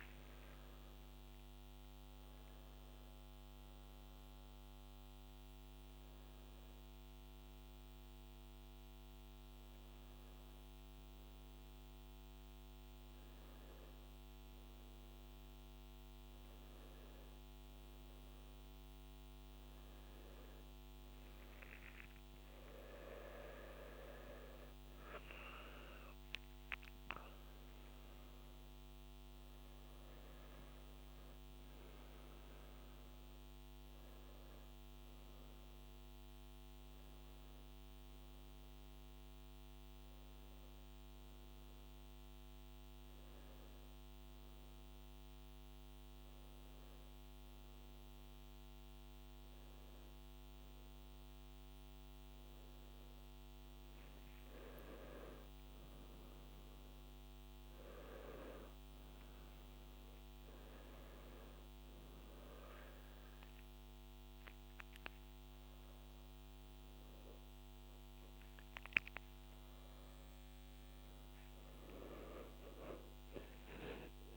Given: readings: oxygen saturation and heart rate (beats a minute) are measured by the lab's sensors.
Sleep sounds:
a person partly awake in a sleep study, by a microphone on the trachea; 1
2.00-74.36 s: new sleep stage, N2 (light sleep)
23.00-25.00 s: long interval between heartbeats (device-marked, heart rate 67 before, 82 extreme)
25.00-27.00 s: long interval between heartbeats (device-marked, heart rate 68 before, 90 extreme)
33.00-36.50 s: arousal
41.00-54.50 s: hypopnea (oxygen 96% before, 94% lowest, heart rate 78 before, 63 extreme, up 6 after)
56.00-60.00 s: arousal
From the record:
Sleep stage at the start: awake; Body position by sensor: on the back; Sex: male

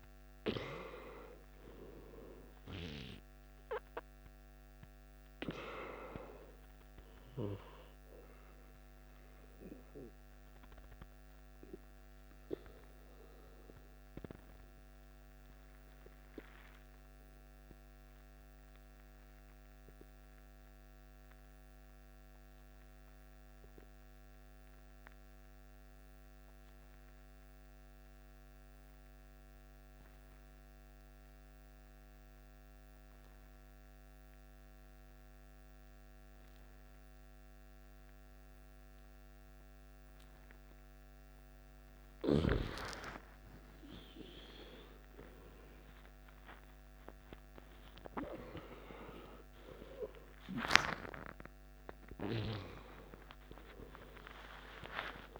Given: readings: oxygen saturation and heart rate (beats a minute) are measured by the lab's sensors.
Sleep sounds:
breathing in sleep by a microphone on the trachea; 1
0.00-18.50 s: oxygen desaturation (device-marked, oxygen 93% lowest, heart rate 53 extreme)
12.50-42.50 s: obstructive apnea (oxygen 98% before, 91% lowest, heart rate 63 before, 53 extreme, up 16 after)
20.50-50.50 s: new sleep stage, N2 (light sleep)
33.50-55.40 s: oxygen desaturation (device-marked, oxygen 98% before, 92% lowest, heart rate 56 before, 53 extreme)
44.00-47.50 s: arousal
50.50-55.40 s: new sleep stage, N1 (lightest sleep)
51.50-55.40 s: arousal
From the record:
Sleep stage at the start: N1 (lightest sleep); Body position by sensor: on the back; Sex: male

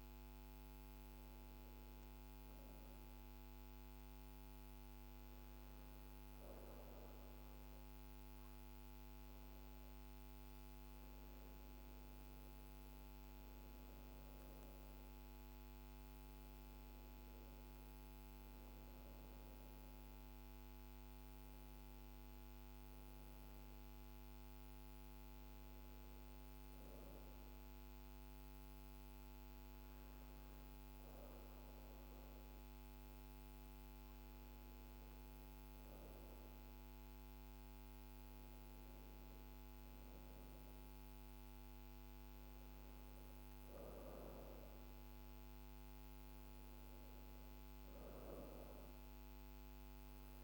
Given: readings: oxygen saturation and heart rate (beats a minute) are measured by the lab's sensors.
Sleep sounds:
a person partly awake in a sleep study, hard to hear, by a microphone on the trachea; none
37.00-50.43 s: new sleep stage, awake
From the record:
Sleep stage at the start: N1 (lightest sleep); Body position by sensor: on the back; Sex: female

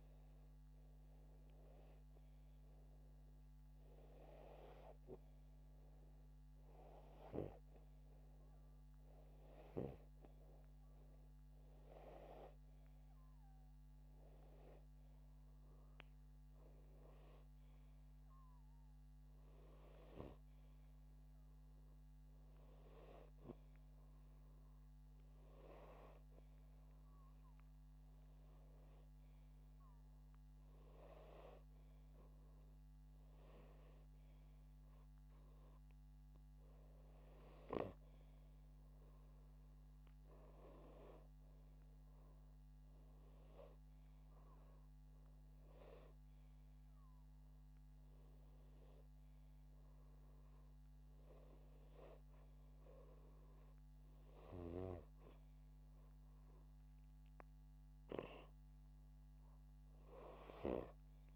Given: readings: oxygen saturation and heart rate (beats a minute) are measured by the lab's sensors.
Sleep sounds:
breathing in sleep by a microphone on the trachea; none
none scored
From the record:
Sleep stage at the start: N2 (light sleep); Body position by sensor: upright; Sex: male

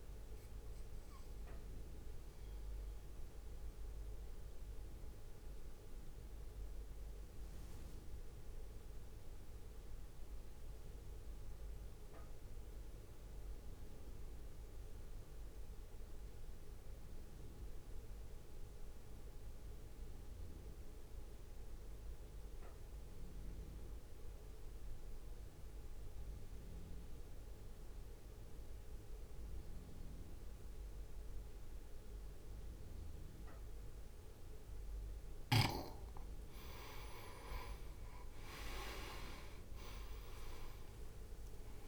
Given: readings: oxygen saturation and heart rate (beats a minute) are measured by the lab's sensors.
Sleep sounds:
breathing in sleep by a room microphone; 1
0.00-6.00 s: drop in pulse transit time (device-marked, heart rate 52 extreme)
0.00-19.00 s: oxygen desaturation (device-marked, oxygen 89% lowest, heart rate 52 extreme)
1.50-35.50 s: mixed apnea (oxygen 99% before, 87% lowest, heart rate 62 before, 53 extreme, up 7 after)
33.00-41.88 s: oxygen desaturation (device-marked, oxygen 98% before, 87% lowest, heart rate 61 before, 53 extreme)
39.50-41.88 s: arousal
From the record:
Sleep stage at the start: N2 (light sleep); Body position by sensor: on the right side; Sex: male

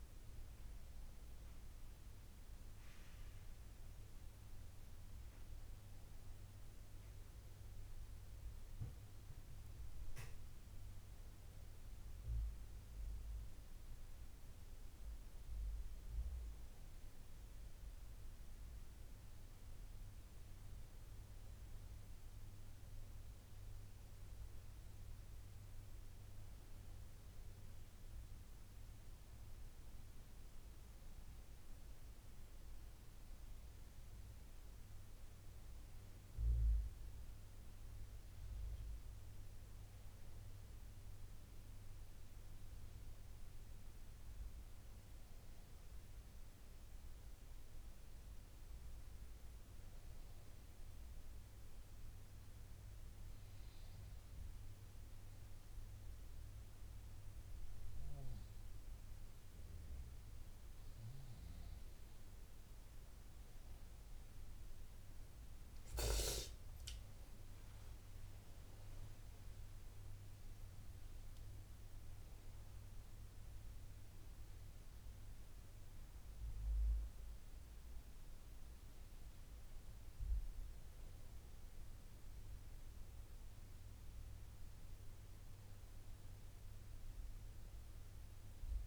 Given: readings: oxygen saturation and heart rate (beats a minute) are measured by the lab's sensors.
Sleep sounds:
breathing in sleep, hard to hear, by a room microphone; none
67.50-71.00 s: arousal
71.50-88.87 s: oxygen desaturation (device-marked, oxygen 97% before, 94% lowest, heart rate 76 before, 72 extreme)
From the record:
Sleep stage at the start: N2 (light sleep); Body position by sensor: on the front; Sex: male

